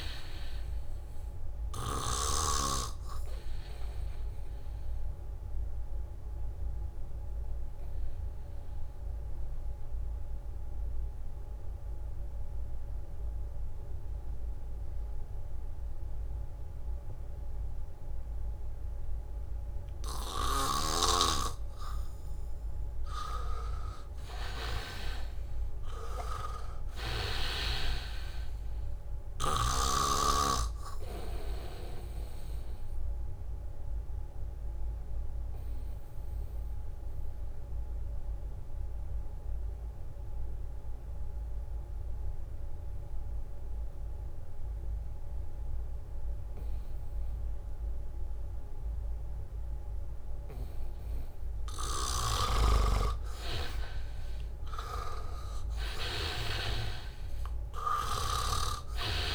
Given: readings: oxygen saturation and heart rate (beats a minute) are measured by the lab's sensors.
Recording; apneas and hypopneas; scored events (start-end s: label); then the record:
breathing in sleep by a room microphone; 2
0.00-16.00 s: oxygen desaturation (device-marked, oxygen 84% lowest, heart rate 74 extreme)
3.50-21.50 s: obstructive apnea (oxygen 98% before, 82% lowest, heart rate 77 before, 74 extreme, up 2 after)
21.50-23.00 s: leg movement (device-marked)
24.50-27.50 s: arousal
25.00-43.00 s: oxygen desaturation (device-marked, oxygen 98% before, 84% lowest, heart rate 76 before, 75 extreme)
29.50-33.50 s: leg movement (device-marked)
33.50-51.50 s: obstructive apnea (oxygen 98% before, 82% lowest, heart rate 76 before, 75 extreme, up 0 after)
52.00-59.35 s: oxygen desaturation (device-marked, oxygen 98% before, 82% lowest, heart rate 76 before, 74 extreme)
52.50-59.35 s: snoring (device-marked)
54.00-57.00 s: arousal
From the record:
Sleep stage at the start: N2 (light sleep); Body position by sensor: on the back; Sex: male